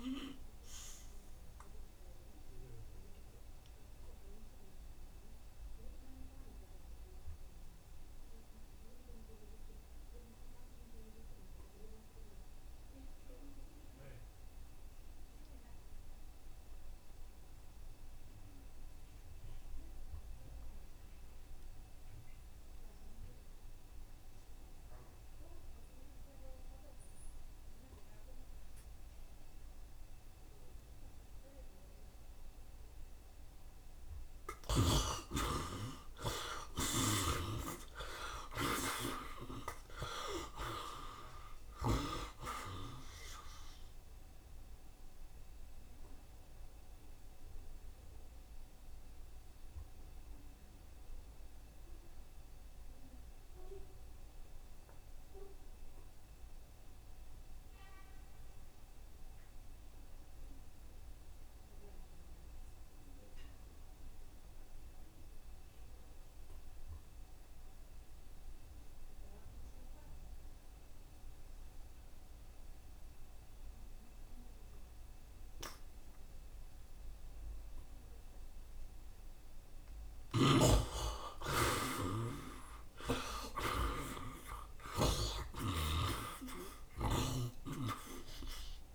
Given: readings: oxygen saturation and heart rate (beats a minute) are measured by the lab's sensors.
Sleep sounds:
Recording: breathing in sleep by a room microphone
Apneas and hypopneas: 2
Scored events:
0.00-14.00 s: oxygen desaturation (device-marked, oxygen 53% lowest, heart rate 72 extreme)
2.50-34.50 s: obstructive apnea (oxygen 81% before, 53% lowest, heart rate 80 before, 72 extreme, up 7 after)
19.00-57.00 s: oxygen desaturation (device-marked, oxygen 85% before, 53% lowest, heart rate 78 before, 72 extreme)
36.00-40.50 s: arousal
44.50-78.50 s: mixed apnea (oxygen 85% before, 53% lowest, heart rate 76 before, 72 extreme, up 5 after)
62.00-88.95 s: oxygen desaturation (device-marked, oxygen 83% before, 53% lowest, heart rate 77 before, 73 extreme)
80.50-84.50 s: arousal
80.50-86.50 s: snoring (device-marked)
From the record:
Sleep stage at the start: N2 (light sleep)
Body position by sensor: on the right side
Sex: male

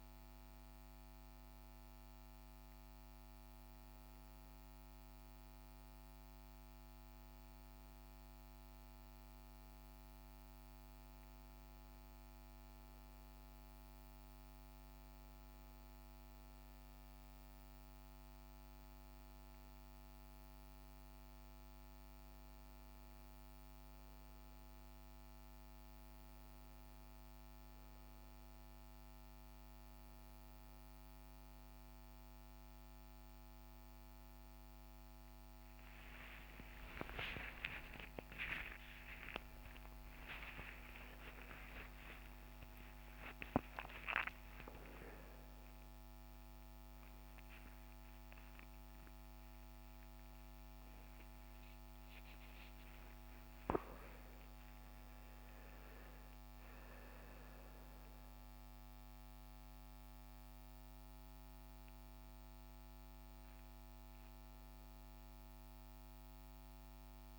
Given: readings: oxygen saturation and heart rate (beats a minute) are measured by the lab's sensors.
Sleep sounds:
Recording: a person partly awake in a sleep study, by a microphone on the trachea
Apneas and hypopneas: none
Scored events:
31.00-61.00 s: new sleep stage, awake
61.00-67.39 s: new sleep stage, N1 (lightest sleep)
From the record:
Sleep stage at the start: N2 (light sleep)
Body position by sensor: on the right side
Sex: male

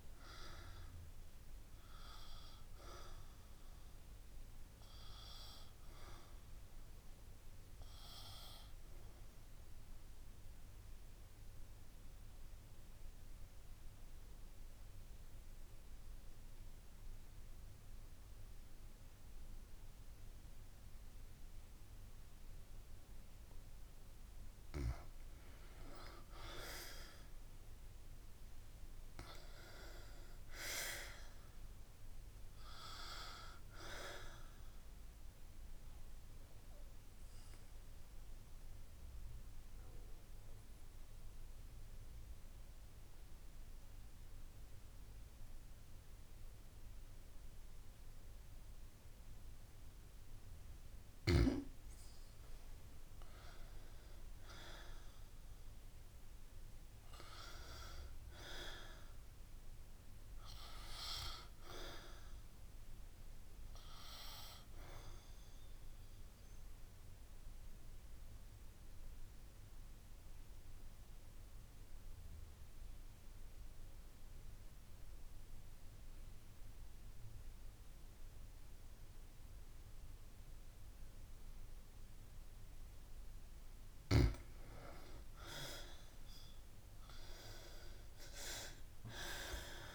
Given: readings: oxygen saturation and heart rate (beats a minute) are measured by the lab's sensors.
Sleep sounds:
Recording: breathing in sleep by a room microphone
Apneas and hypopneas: 3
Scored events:
0.00-2.50 s: oxygen desaturation (device-marked, oxygen 90% lowest)
10.50-24.00 s: mixed apnea (oxygen 97% before, 89% lowest)
20.50-28.50 s: oxygen desaturation (device-marked, oxygen 96% before, 93% lowest)
27.00-30.50 s: arousal
35.00-50.00 s: obstructive apnea (oxygen 96% before, 89% lowest)
52.00-55.50 s: arousal
53.50-73.50 s: oxygen desaturation (device-marked, oxygen 95% before, 89% lowest)
66.50-83.50 s: obstructive apnea (oxygen 95% before, 91% lowest)
82.50-89.50 s: oxygen desaturation (device-marked, oxygen 97% before, 92% lowest)
85.50-89.00 s: arousal
From the record:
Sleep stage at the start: N2 (light sleep)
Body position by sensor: on the back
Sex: female

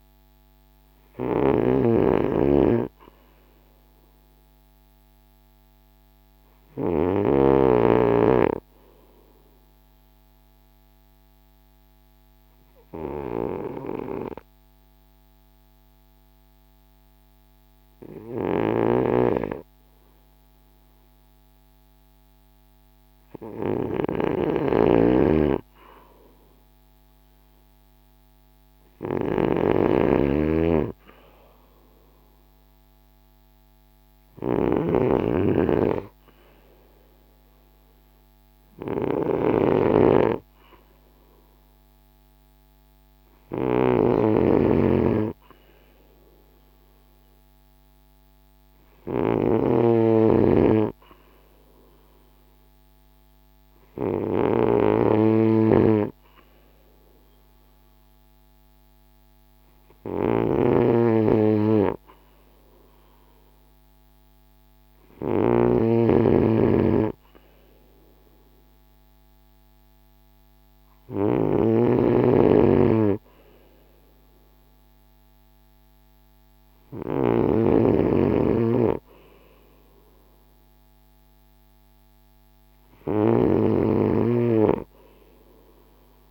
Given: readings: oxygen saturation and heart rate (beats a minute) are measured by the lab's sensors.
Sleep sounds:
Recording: breathing in sleep by a microphone on the trachea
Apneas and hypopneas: 1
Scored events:
0.00-7.00 s: snoring (device-marked)
9.00-23.50 s: hypopnea (oxygen 97% before, 90% lowest, heart rate 52 before, 45 extreme, up 11 after)
18.00-83.00 s: snoring (device-marked)
26.50-31.00 s: arousal
50.00-72.00 s: oxygen desaturation (device-marked, oxygen 94% before, 90% lowest, heart rate 55 before, 50 extreme)
From the record:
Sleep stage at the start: N2 (light sleep)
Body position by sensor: on the front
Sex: male

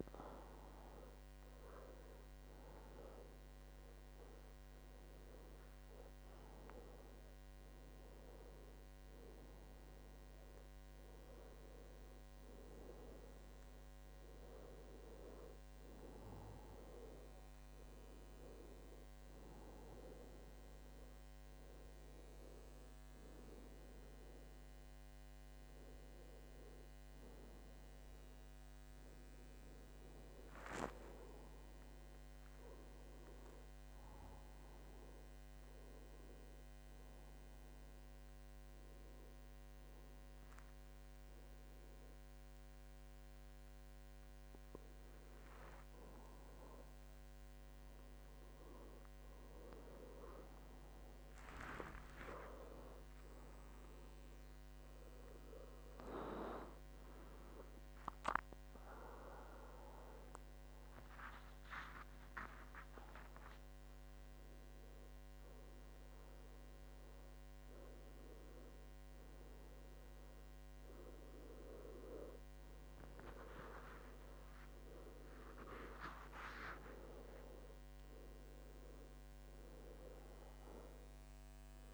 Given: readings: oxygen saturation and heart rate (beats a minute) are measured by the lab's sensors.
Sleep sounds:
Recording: breathing in sleep by a microphone on the trachea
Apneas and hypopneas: none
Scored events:
0.00-1.50 s: long interval between heartbeats (device-marked, heart rate 90 extreme)
27.00-29.00 s: long interval between heartbeats (device-marked, heart rate 78 before, 78 extreme)
49.50-53.00 s: arousal
67.50-81.94 s: new sleep stage, N2 (light sleep)
From the record:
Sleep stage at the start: N1 (lightest sleep)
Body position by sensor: on the back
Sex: male

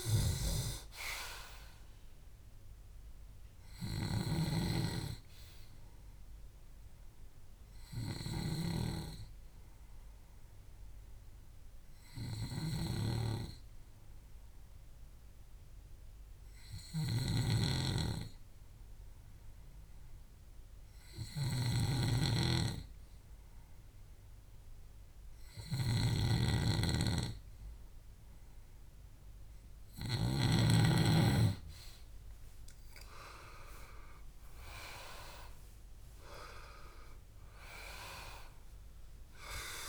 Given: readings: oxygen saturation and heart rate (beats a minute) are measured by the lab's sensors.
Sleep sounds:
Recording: breathing in sleep by a room microphone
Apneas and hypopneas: 1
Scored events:
0.00-21.50 s: oxygen desaturation (device-marked, oxygen 92% lowest, heart rate 61 extreme)
8.00-30.00 s: hypopnea (oxygen 98% before, 92% lowest, heart rate 70 before, 62 extreme, up 9 after)
22.00-30.50 s: snoring (device-marked)
32.00-36.00 s: arousal
36.50-39.89 s: oxygen desaturation (device-marked, oxygen 98% before, 93% lowest, heart rate 66 before, 62 extreme)
From the record:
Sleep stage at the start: N2 (light sleep)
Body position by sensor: on the left side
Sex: male

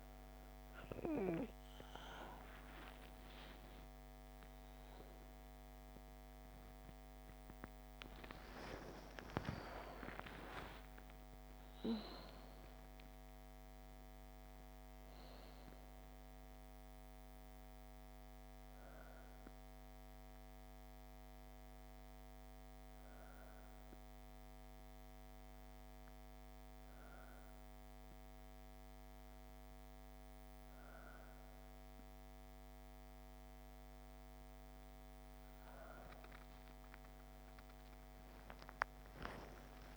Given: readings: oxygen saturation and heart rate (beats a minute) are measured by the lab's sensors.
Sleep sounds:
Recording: a person partly awake in a sleep study, by a microphone on the trachea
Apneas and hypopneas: none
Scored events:
2.50-9.00 s: arousal
25.00-39.97 s: new sleep stage, awake
From the record:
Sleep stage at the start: N2 (light sleep)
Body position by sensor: on the back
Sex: female

